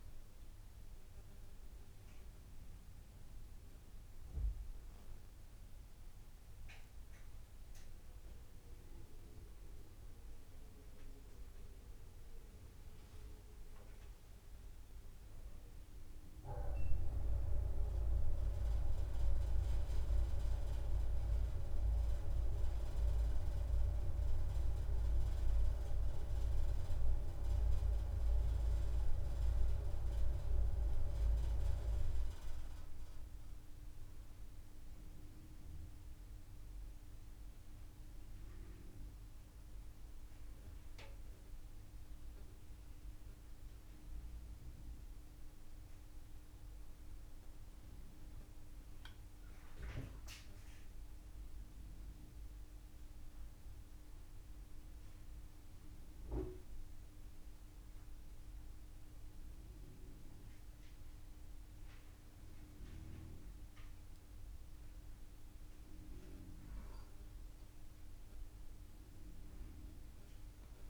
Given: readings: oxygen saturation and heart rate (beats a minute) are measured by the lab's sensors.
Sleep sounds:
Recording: breathing in sleep by a room microphone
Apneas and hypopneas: none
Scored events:
none scored
From the record:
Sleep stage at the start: N2 (light sleep)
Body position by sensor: on the right side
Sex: female

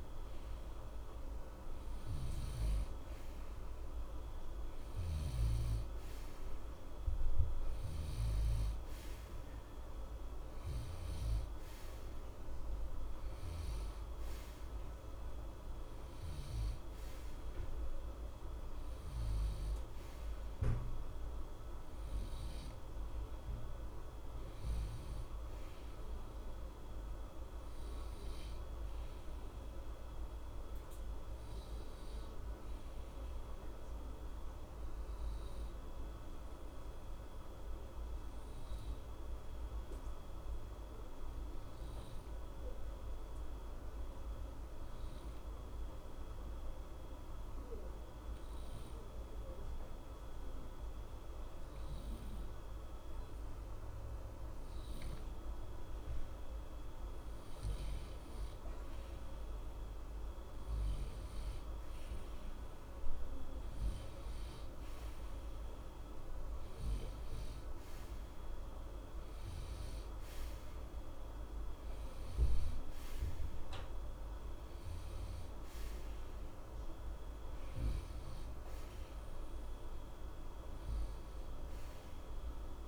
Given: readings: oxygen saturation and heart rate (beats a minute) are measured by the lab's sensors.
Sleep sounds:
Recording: breathing in sleep, hard to hear, by a room microphone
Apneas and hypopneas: 1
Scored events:
0.00-1.00 s: arousal
8.00-40.00 s: oxygen desaturation (device-marked, oxygen 94% before, 90% lowest, heart rate 61 before, 60 extreme)
34.50-56.00 s: obstructive apnea (oxygen 94% before, 91% lowest, heart rate 61 before, 60 extreme, up 2 after)
58.00-62.00 s: arousal
61.00-82.88 s: oxygen desaturation (device-marked, oxygen 95% before, 91% lowest, heart rate 61 before, 60 extreme)
From the record:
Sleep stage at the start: N2 (light sleep)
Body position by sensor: on the right side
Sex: male

